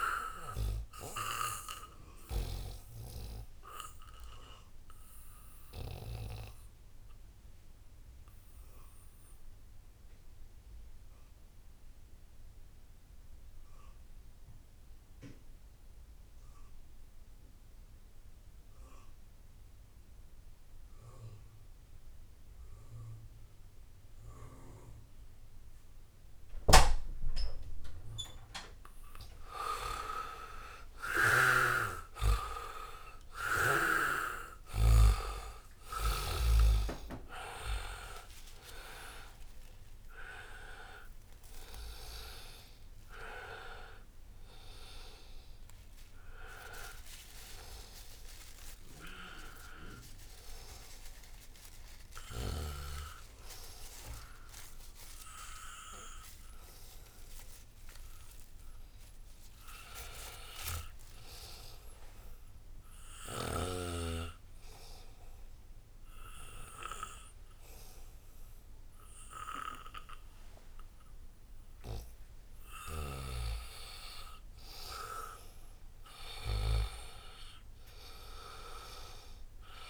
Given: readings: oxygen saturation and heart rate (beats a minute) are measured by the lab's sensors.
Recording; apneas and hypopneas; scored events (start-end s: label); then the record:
breathing in sleep by a room microphone; 2
0.00-16.00 s: oxygen desaturation (device-marked, oxygen 62% lowest, heart rate 64 extreme)
2.00-27.00 s: obstructive apnea (oxygen 85% before, 62% lowest, heart rate 73 before, 76 extreme, up 0 after)
18.00-54.00 s: oxygen desaturation (device-marked, oxygen 98% before, 65% lowest, heart rate 85 before, 76 extreme)
29.00-32.50 s: arousal
31.00-34.50 s: snoring (device-marked)
51.50-72.50 s: mixed apnea (oxygen 94% before, 67% lowest, heart rate 84 before, 78 extreme, up 2 after)
75.50-79.90 s: arousal
77.00-79.90 s: oxygen desaturation (device-marked, oxygen 96% before, 88% lowest, heart rate 80 before, 77 extreme)
From the record:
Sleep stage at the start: N2 (light sleep); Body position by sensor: on the back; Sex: male